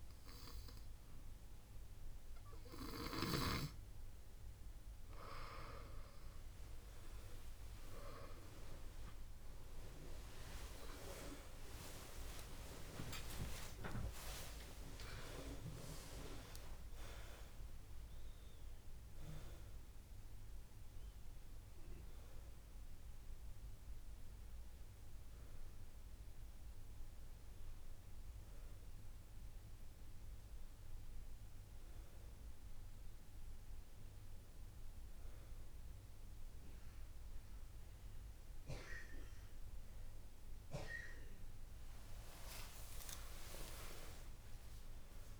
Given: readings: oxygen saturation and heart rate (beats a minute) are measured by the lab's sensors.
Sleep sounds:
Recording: breathing in sleep by a room microphone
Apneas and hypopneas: none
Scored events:
0.00-8.00 s: oxygen desaturation (device-marked, oxygen 90% lowest)
9.00-45.40 s: new sleep stage, N1 (lightest sleep)
10.00-16.00 s: arousal
10.00-28.00 s: oxygen desaturation (device-marked, oxygen 95% before, 90% lowest)
43.50-45.40 s: arousal
From the record:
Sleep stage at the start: N2 (light sleep)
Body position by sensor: on the back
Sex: female

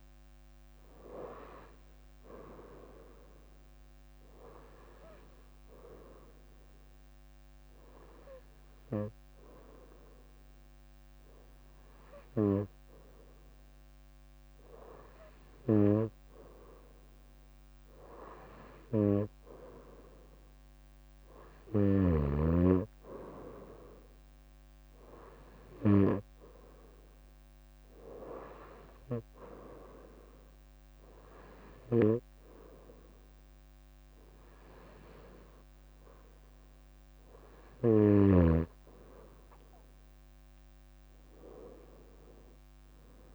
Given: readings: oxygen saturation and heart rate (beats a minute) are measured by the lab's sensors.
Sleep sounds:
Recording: breathing in sleep by a microphone on the trachea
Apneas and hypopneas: none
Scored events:
none scored
From the record:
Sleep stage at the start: N2 (light sleep)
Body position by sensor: on the right side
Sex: female

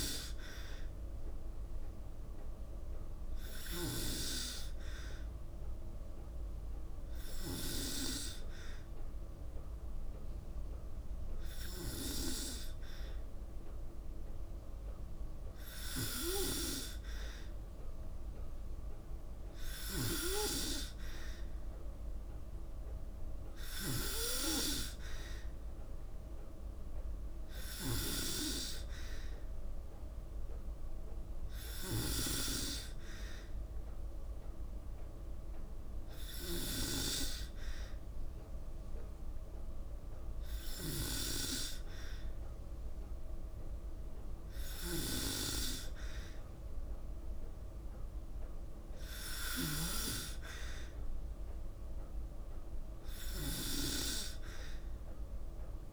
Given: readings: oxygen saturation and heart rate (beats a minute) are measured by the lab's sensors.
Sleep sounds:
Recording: breathing in sleep by a room microphone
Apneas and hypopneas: none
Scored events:
0.00-3.50 s: snoring (device-marked)
19.00-55.92 s: snoring (device-marked)
From the record:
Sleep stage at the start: N2 (light sleep)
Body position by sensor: on the back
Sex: female

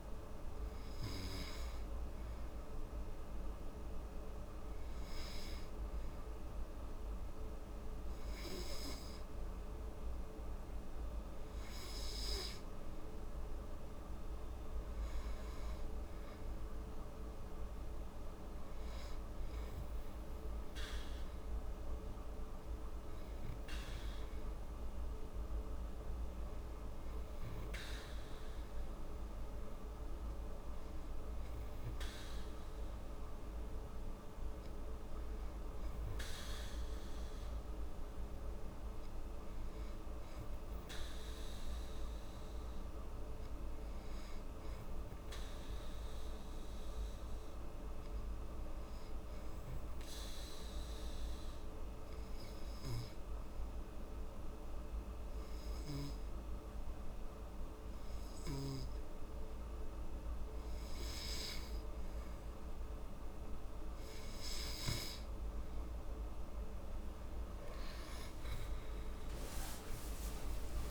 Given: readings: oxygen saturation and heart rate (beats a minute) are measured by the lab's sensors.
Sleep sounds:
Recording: breathing in sleep, hard to hear, by a room microphone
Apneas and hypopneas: 2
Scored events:
1.50-13.50 s: hypopnea (oxygen 99% before, 88% lowest, heart rate 72 before, 68 extreme, up 4 after)
14.00-36.00 s: oxygen desaturation (device-marked, oxygen 97% before, 92% lowest, heart rate 72 before, 68 extreme)
14.50-17.00 s: arousal
40.50-43.00 s: arousal
45.00-62.50 s: hypopnea (oxygen 96% before, 87% lowest, heart rate 70 before, 70 extreme, up 20 after)
64.00-70.91 s: oxygen desaturation (device-marked, oxygen 95% before, 87% lowest, heart rate 71 before, 71 extreme)
68.50-70.91 s: arousal
From the record:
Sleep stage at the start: N2 (light sleep)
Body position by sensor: on the back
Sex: female

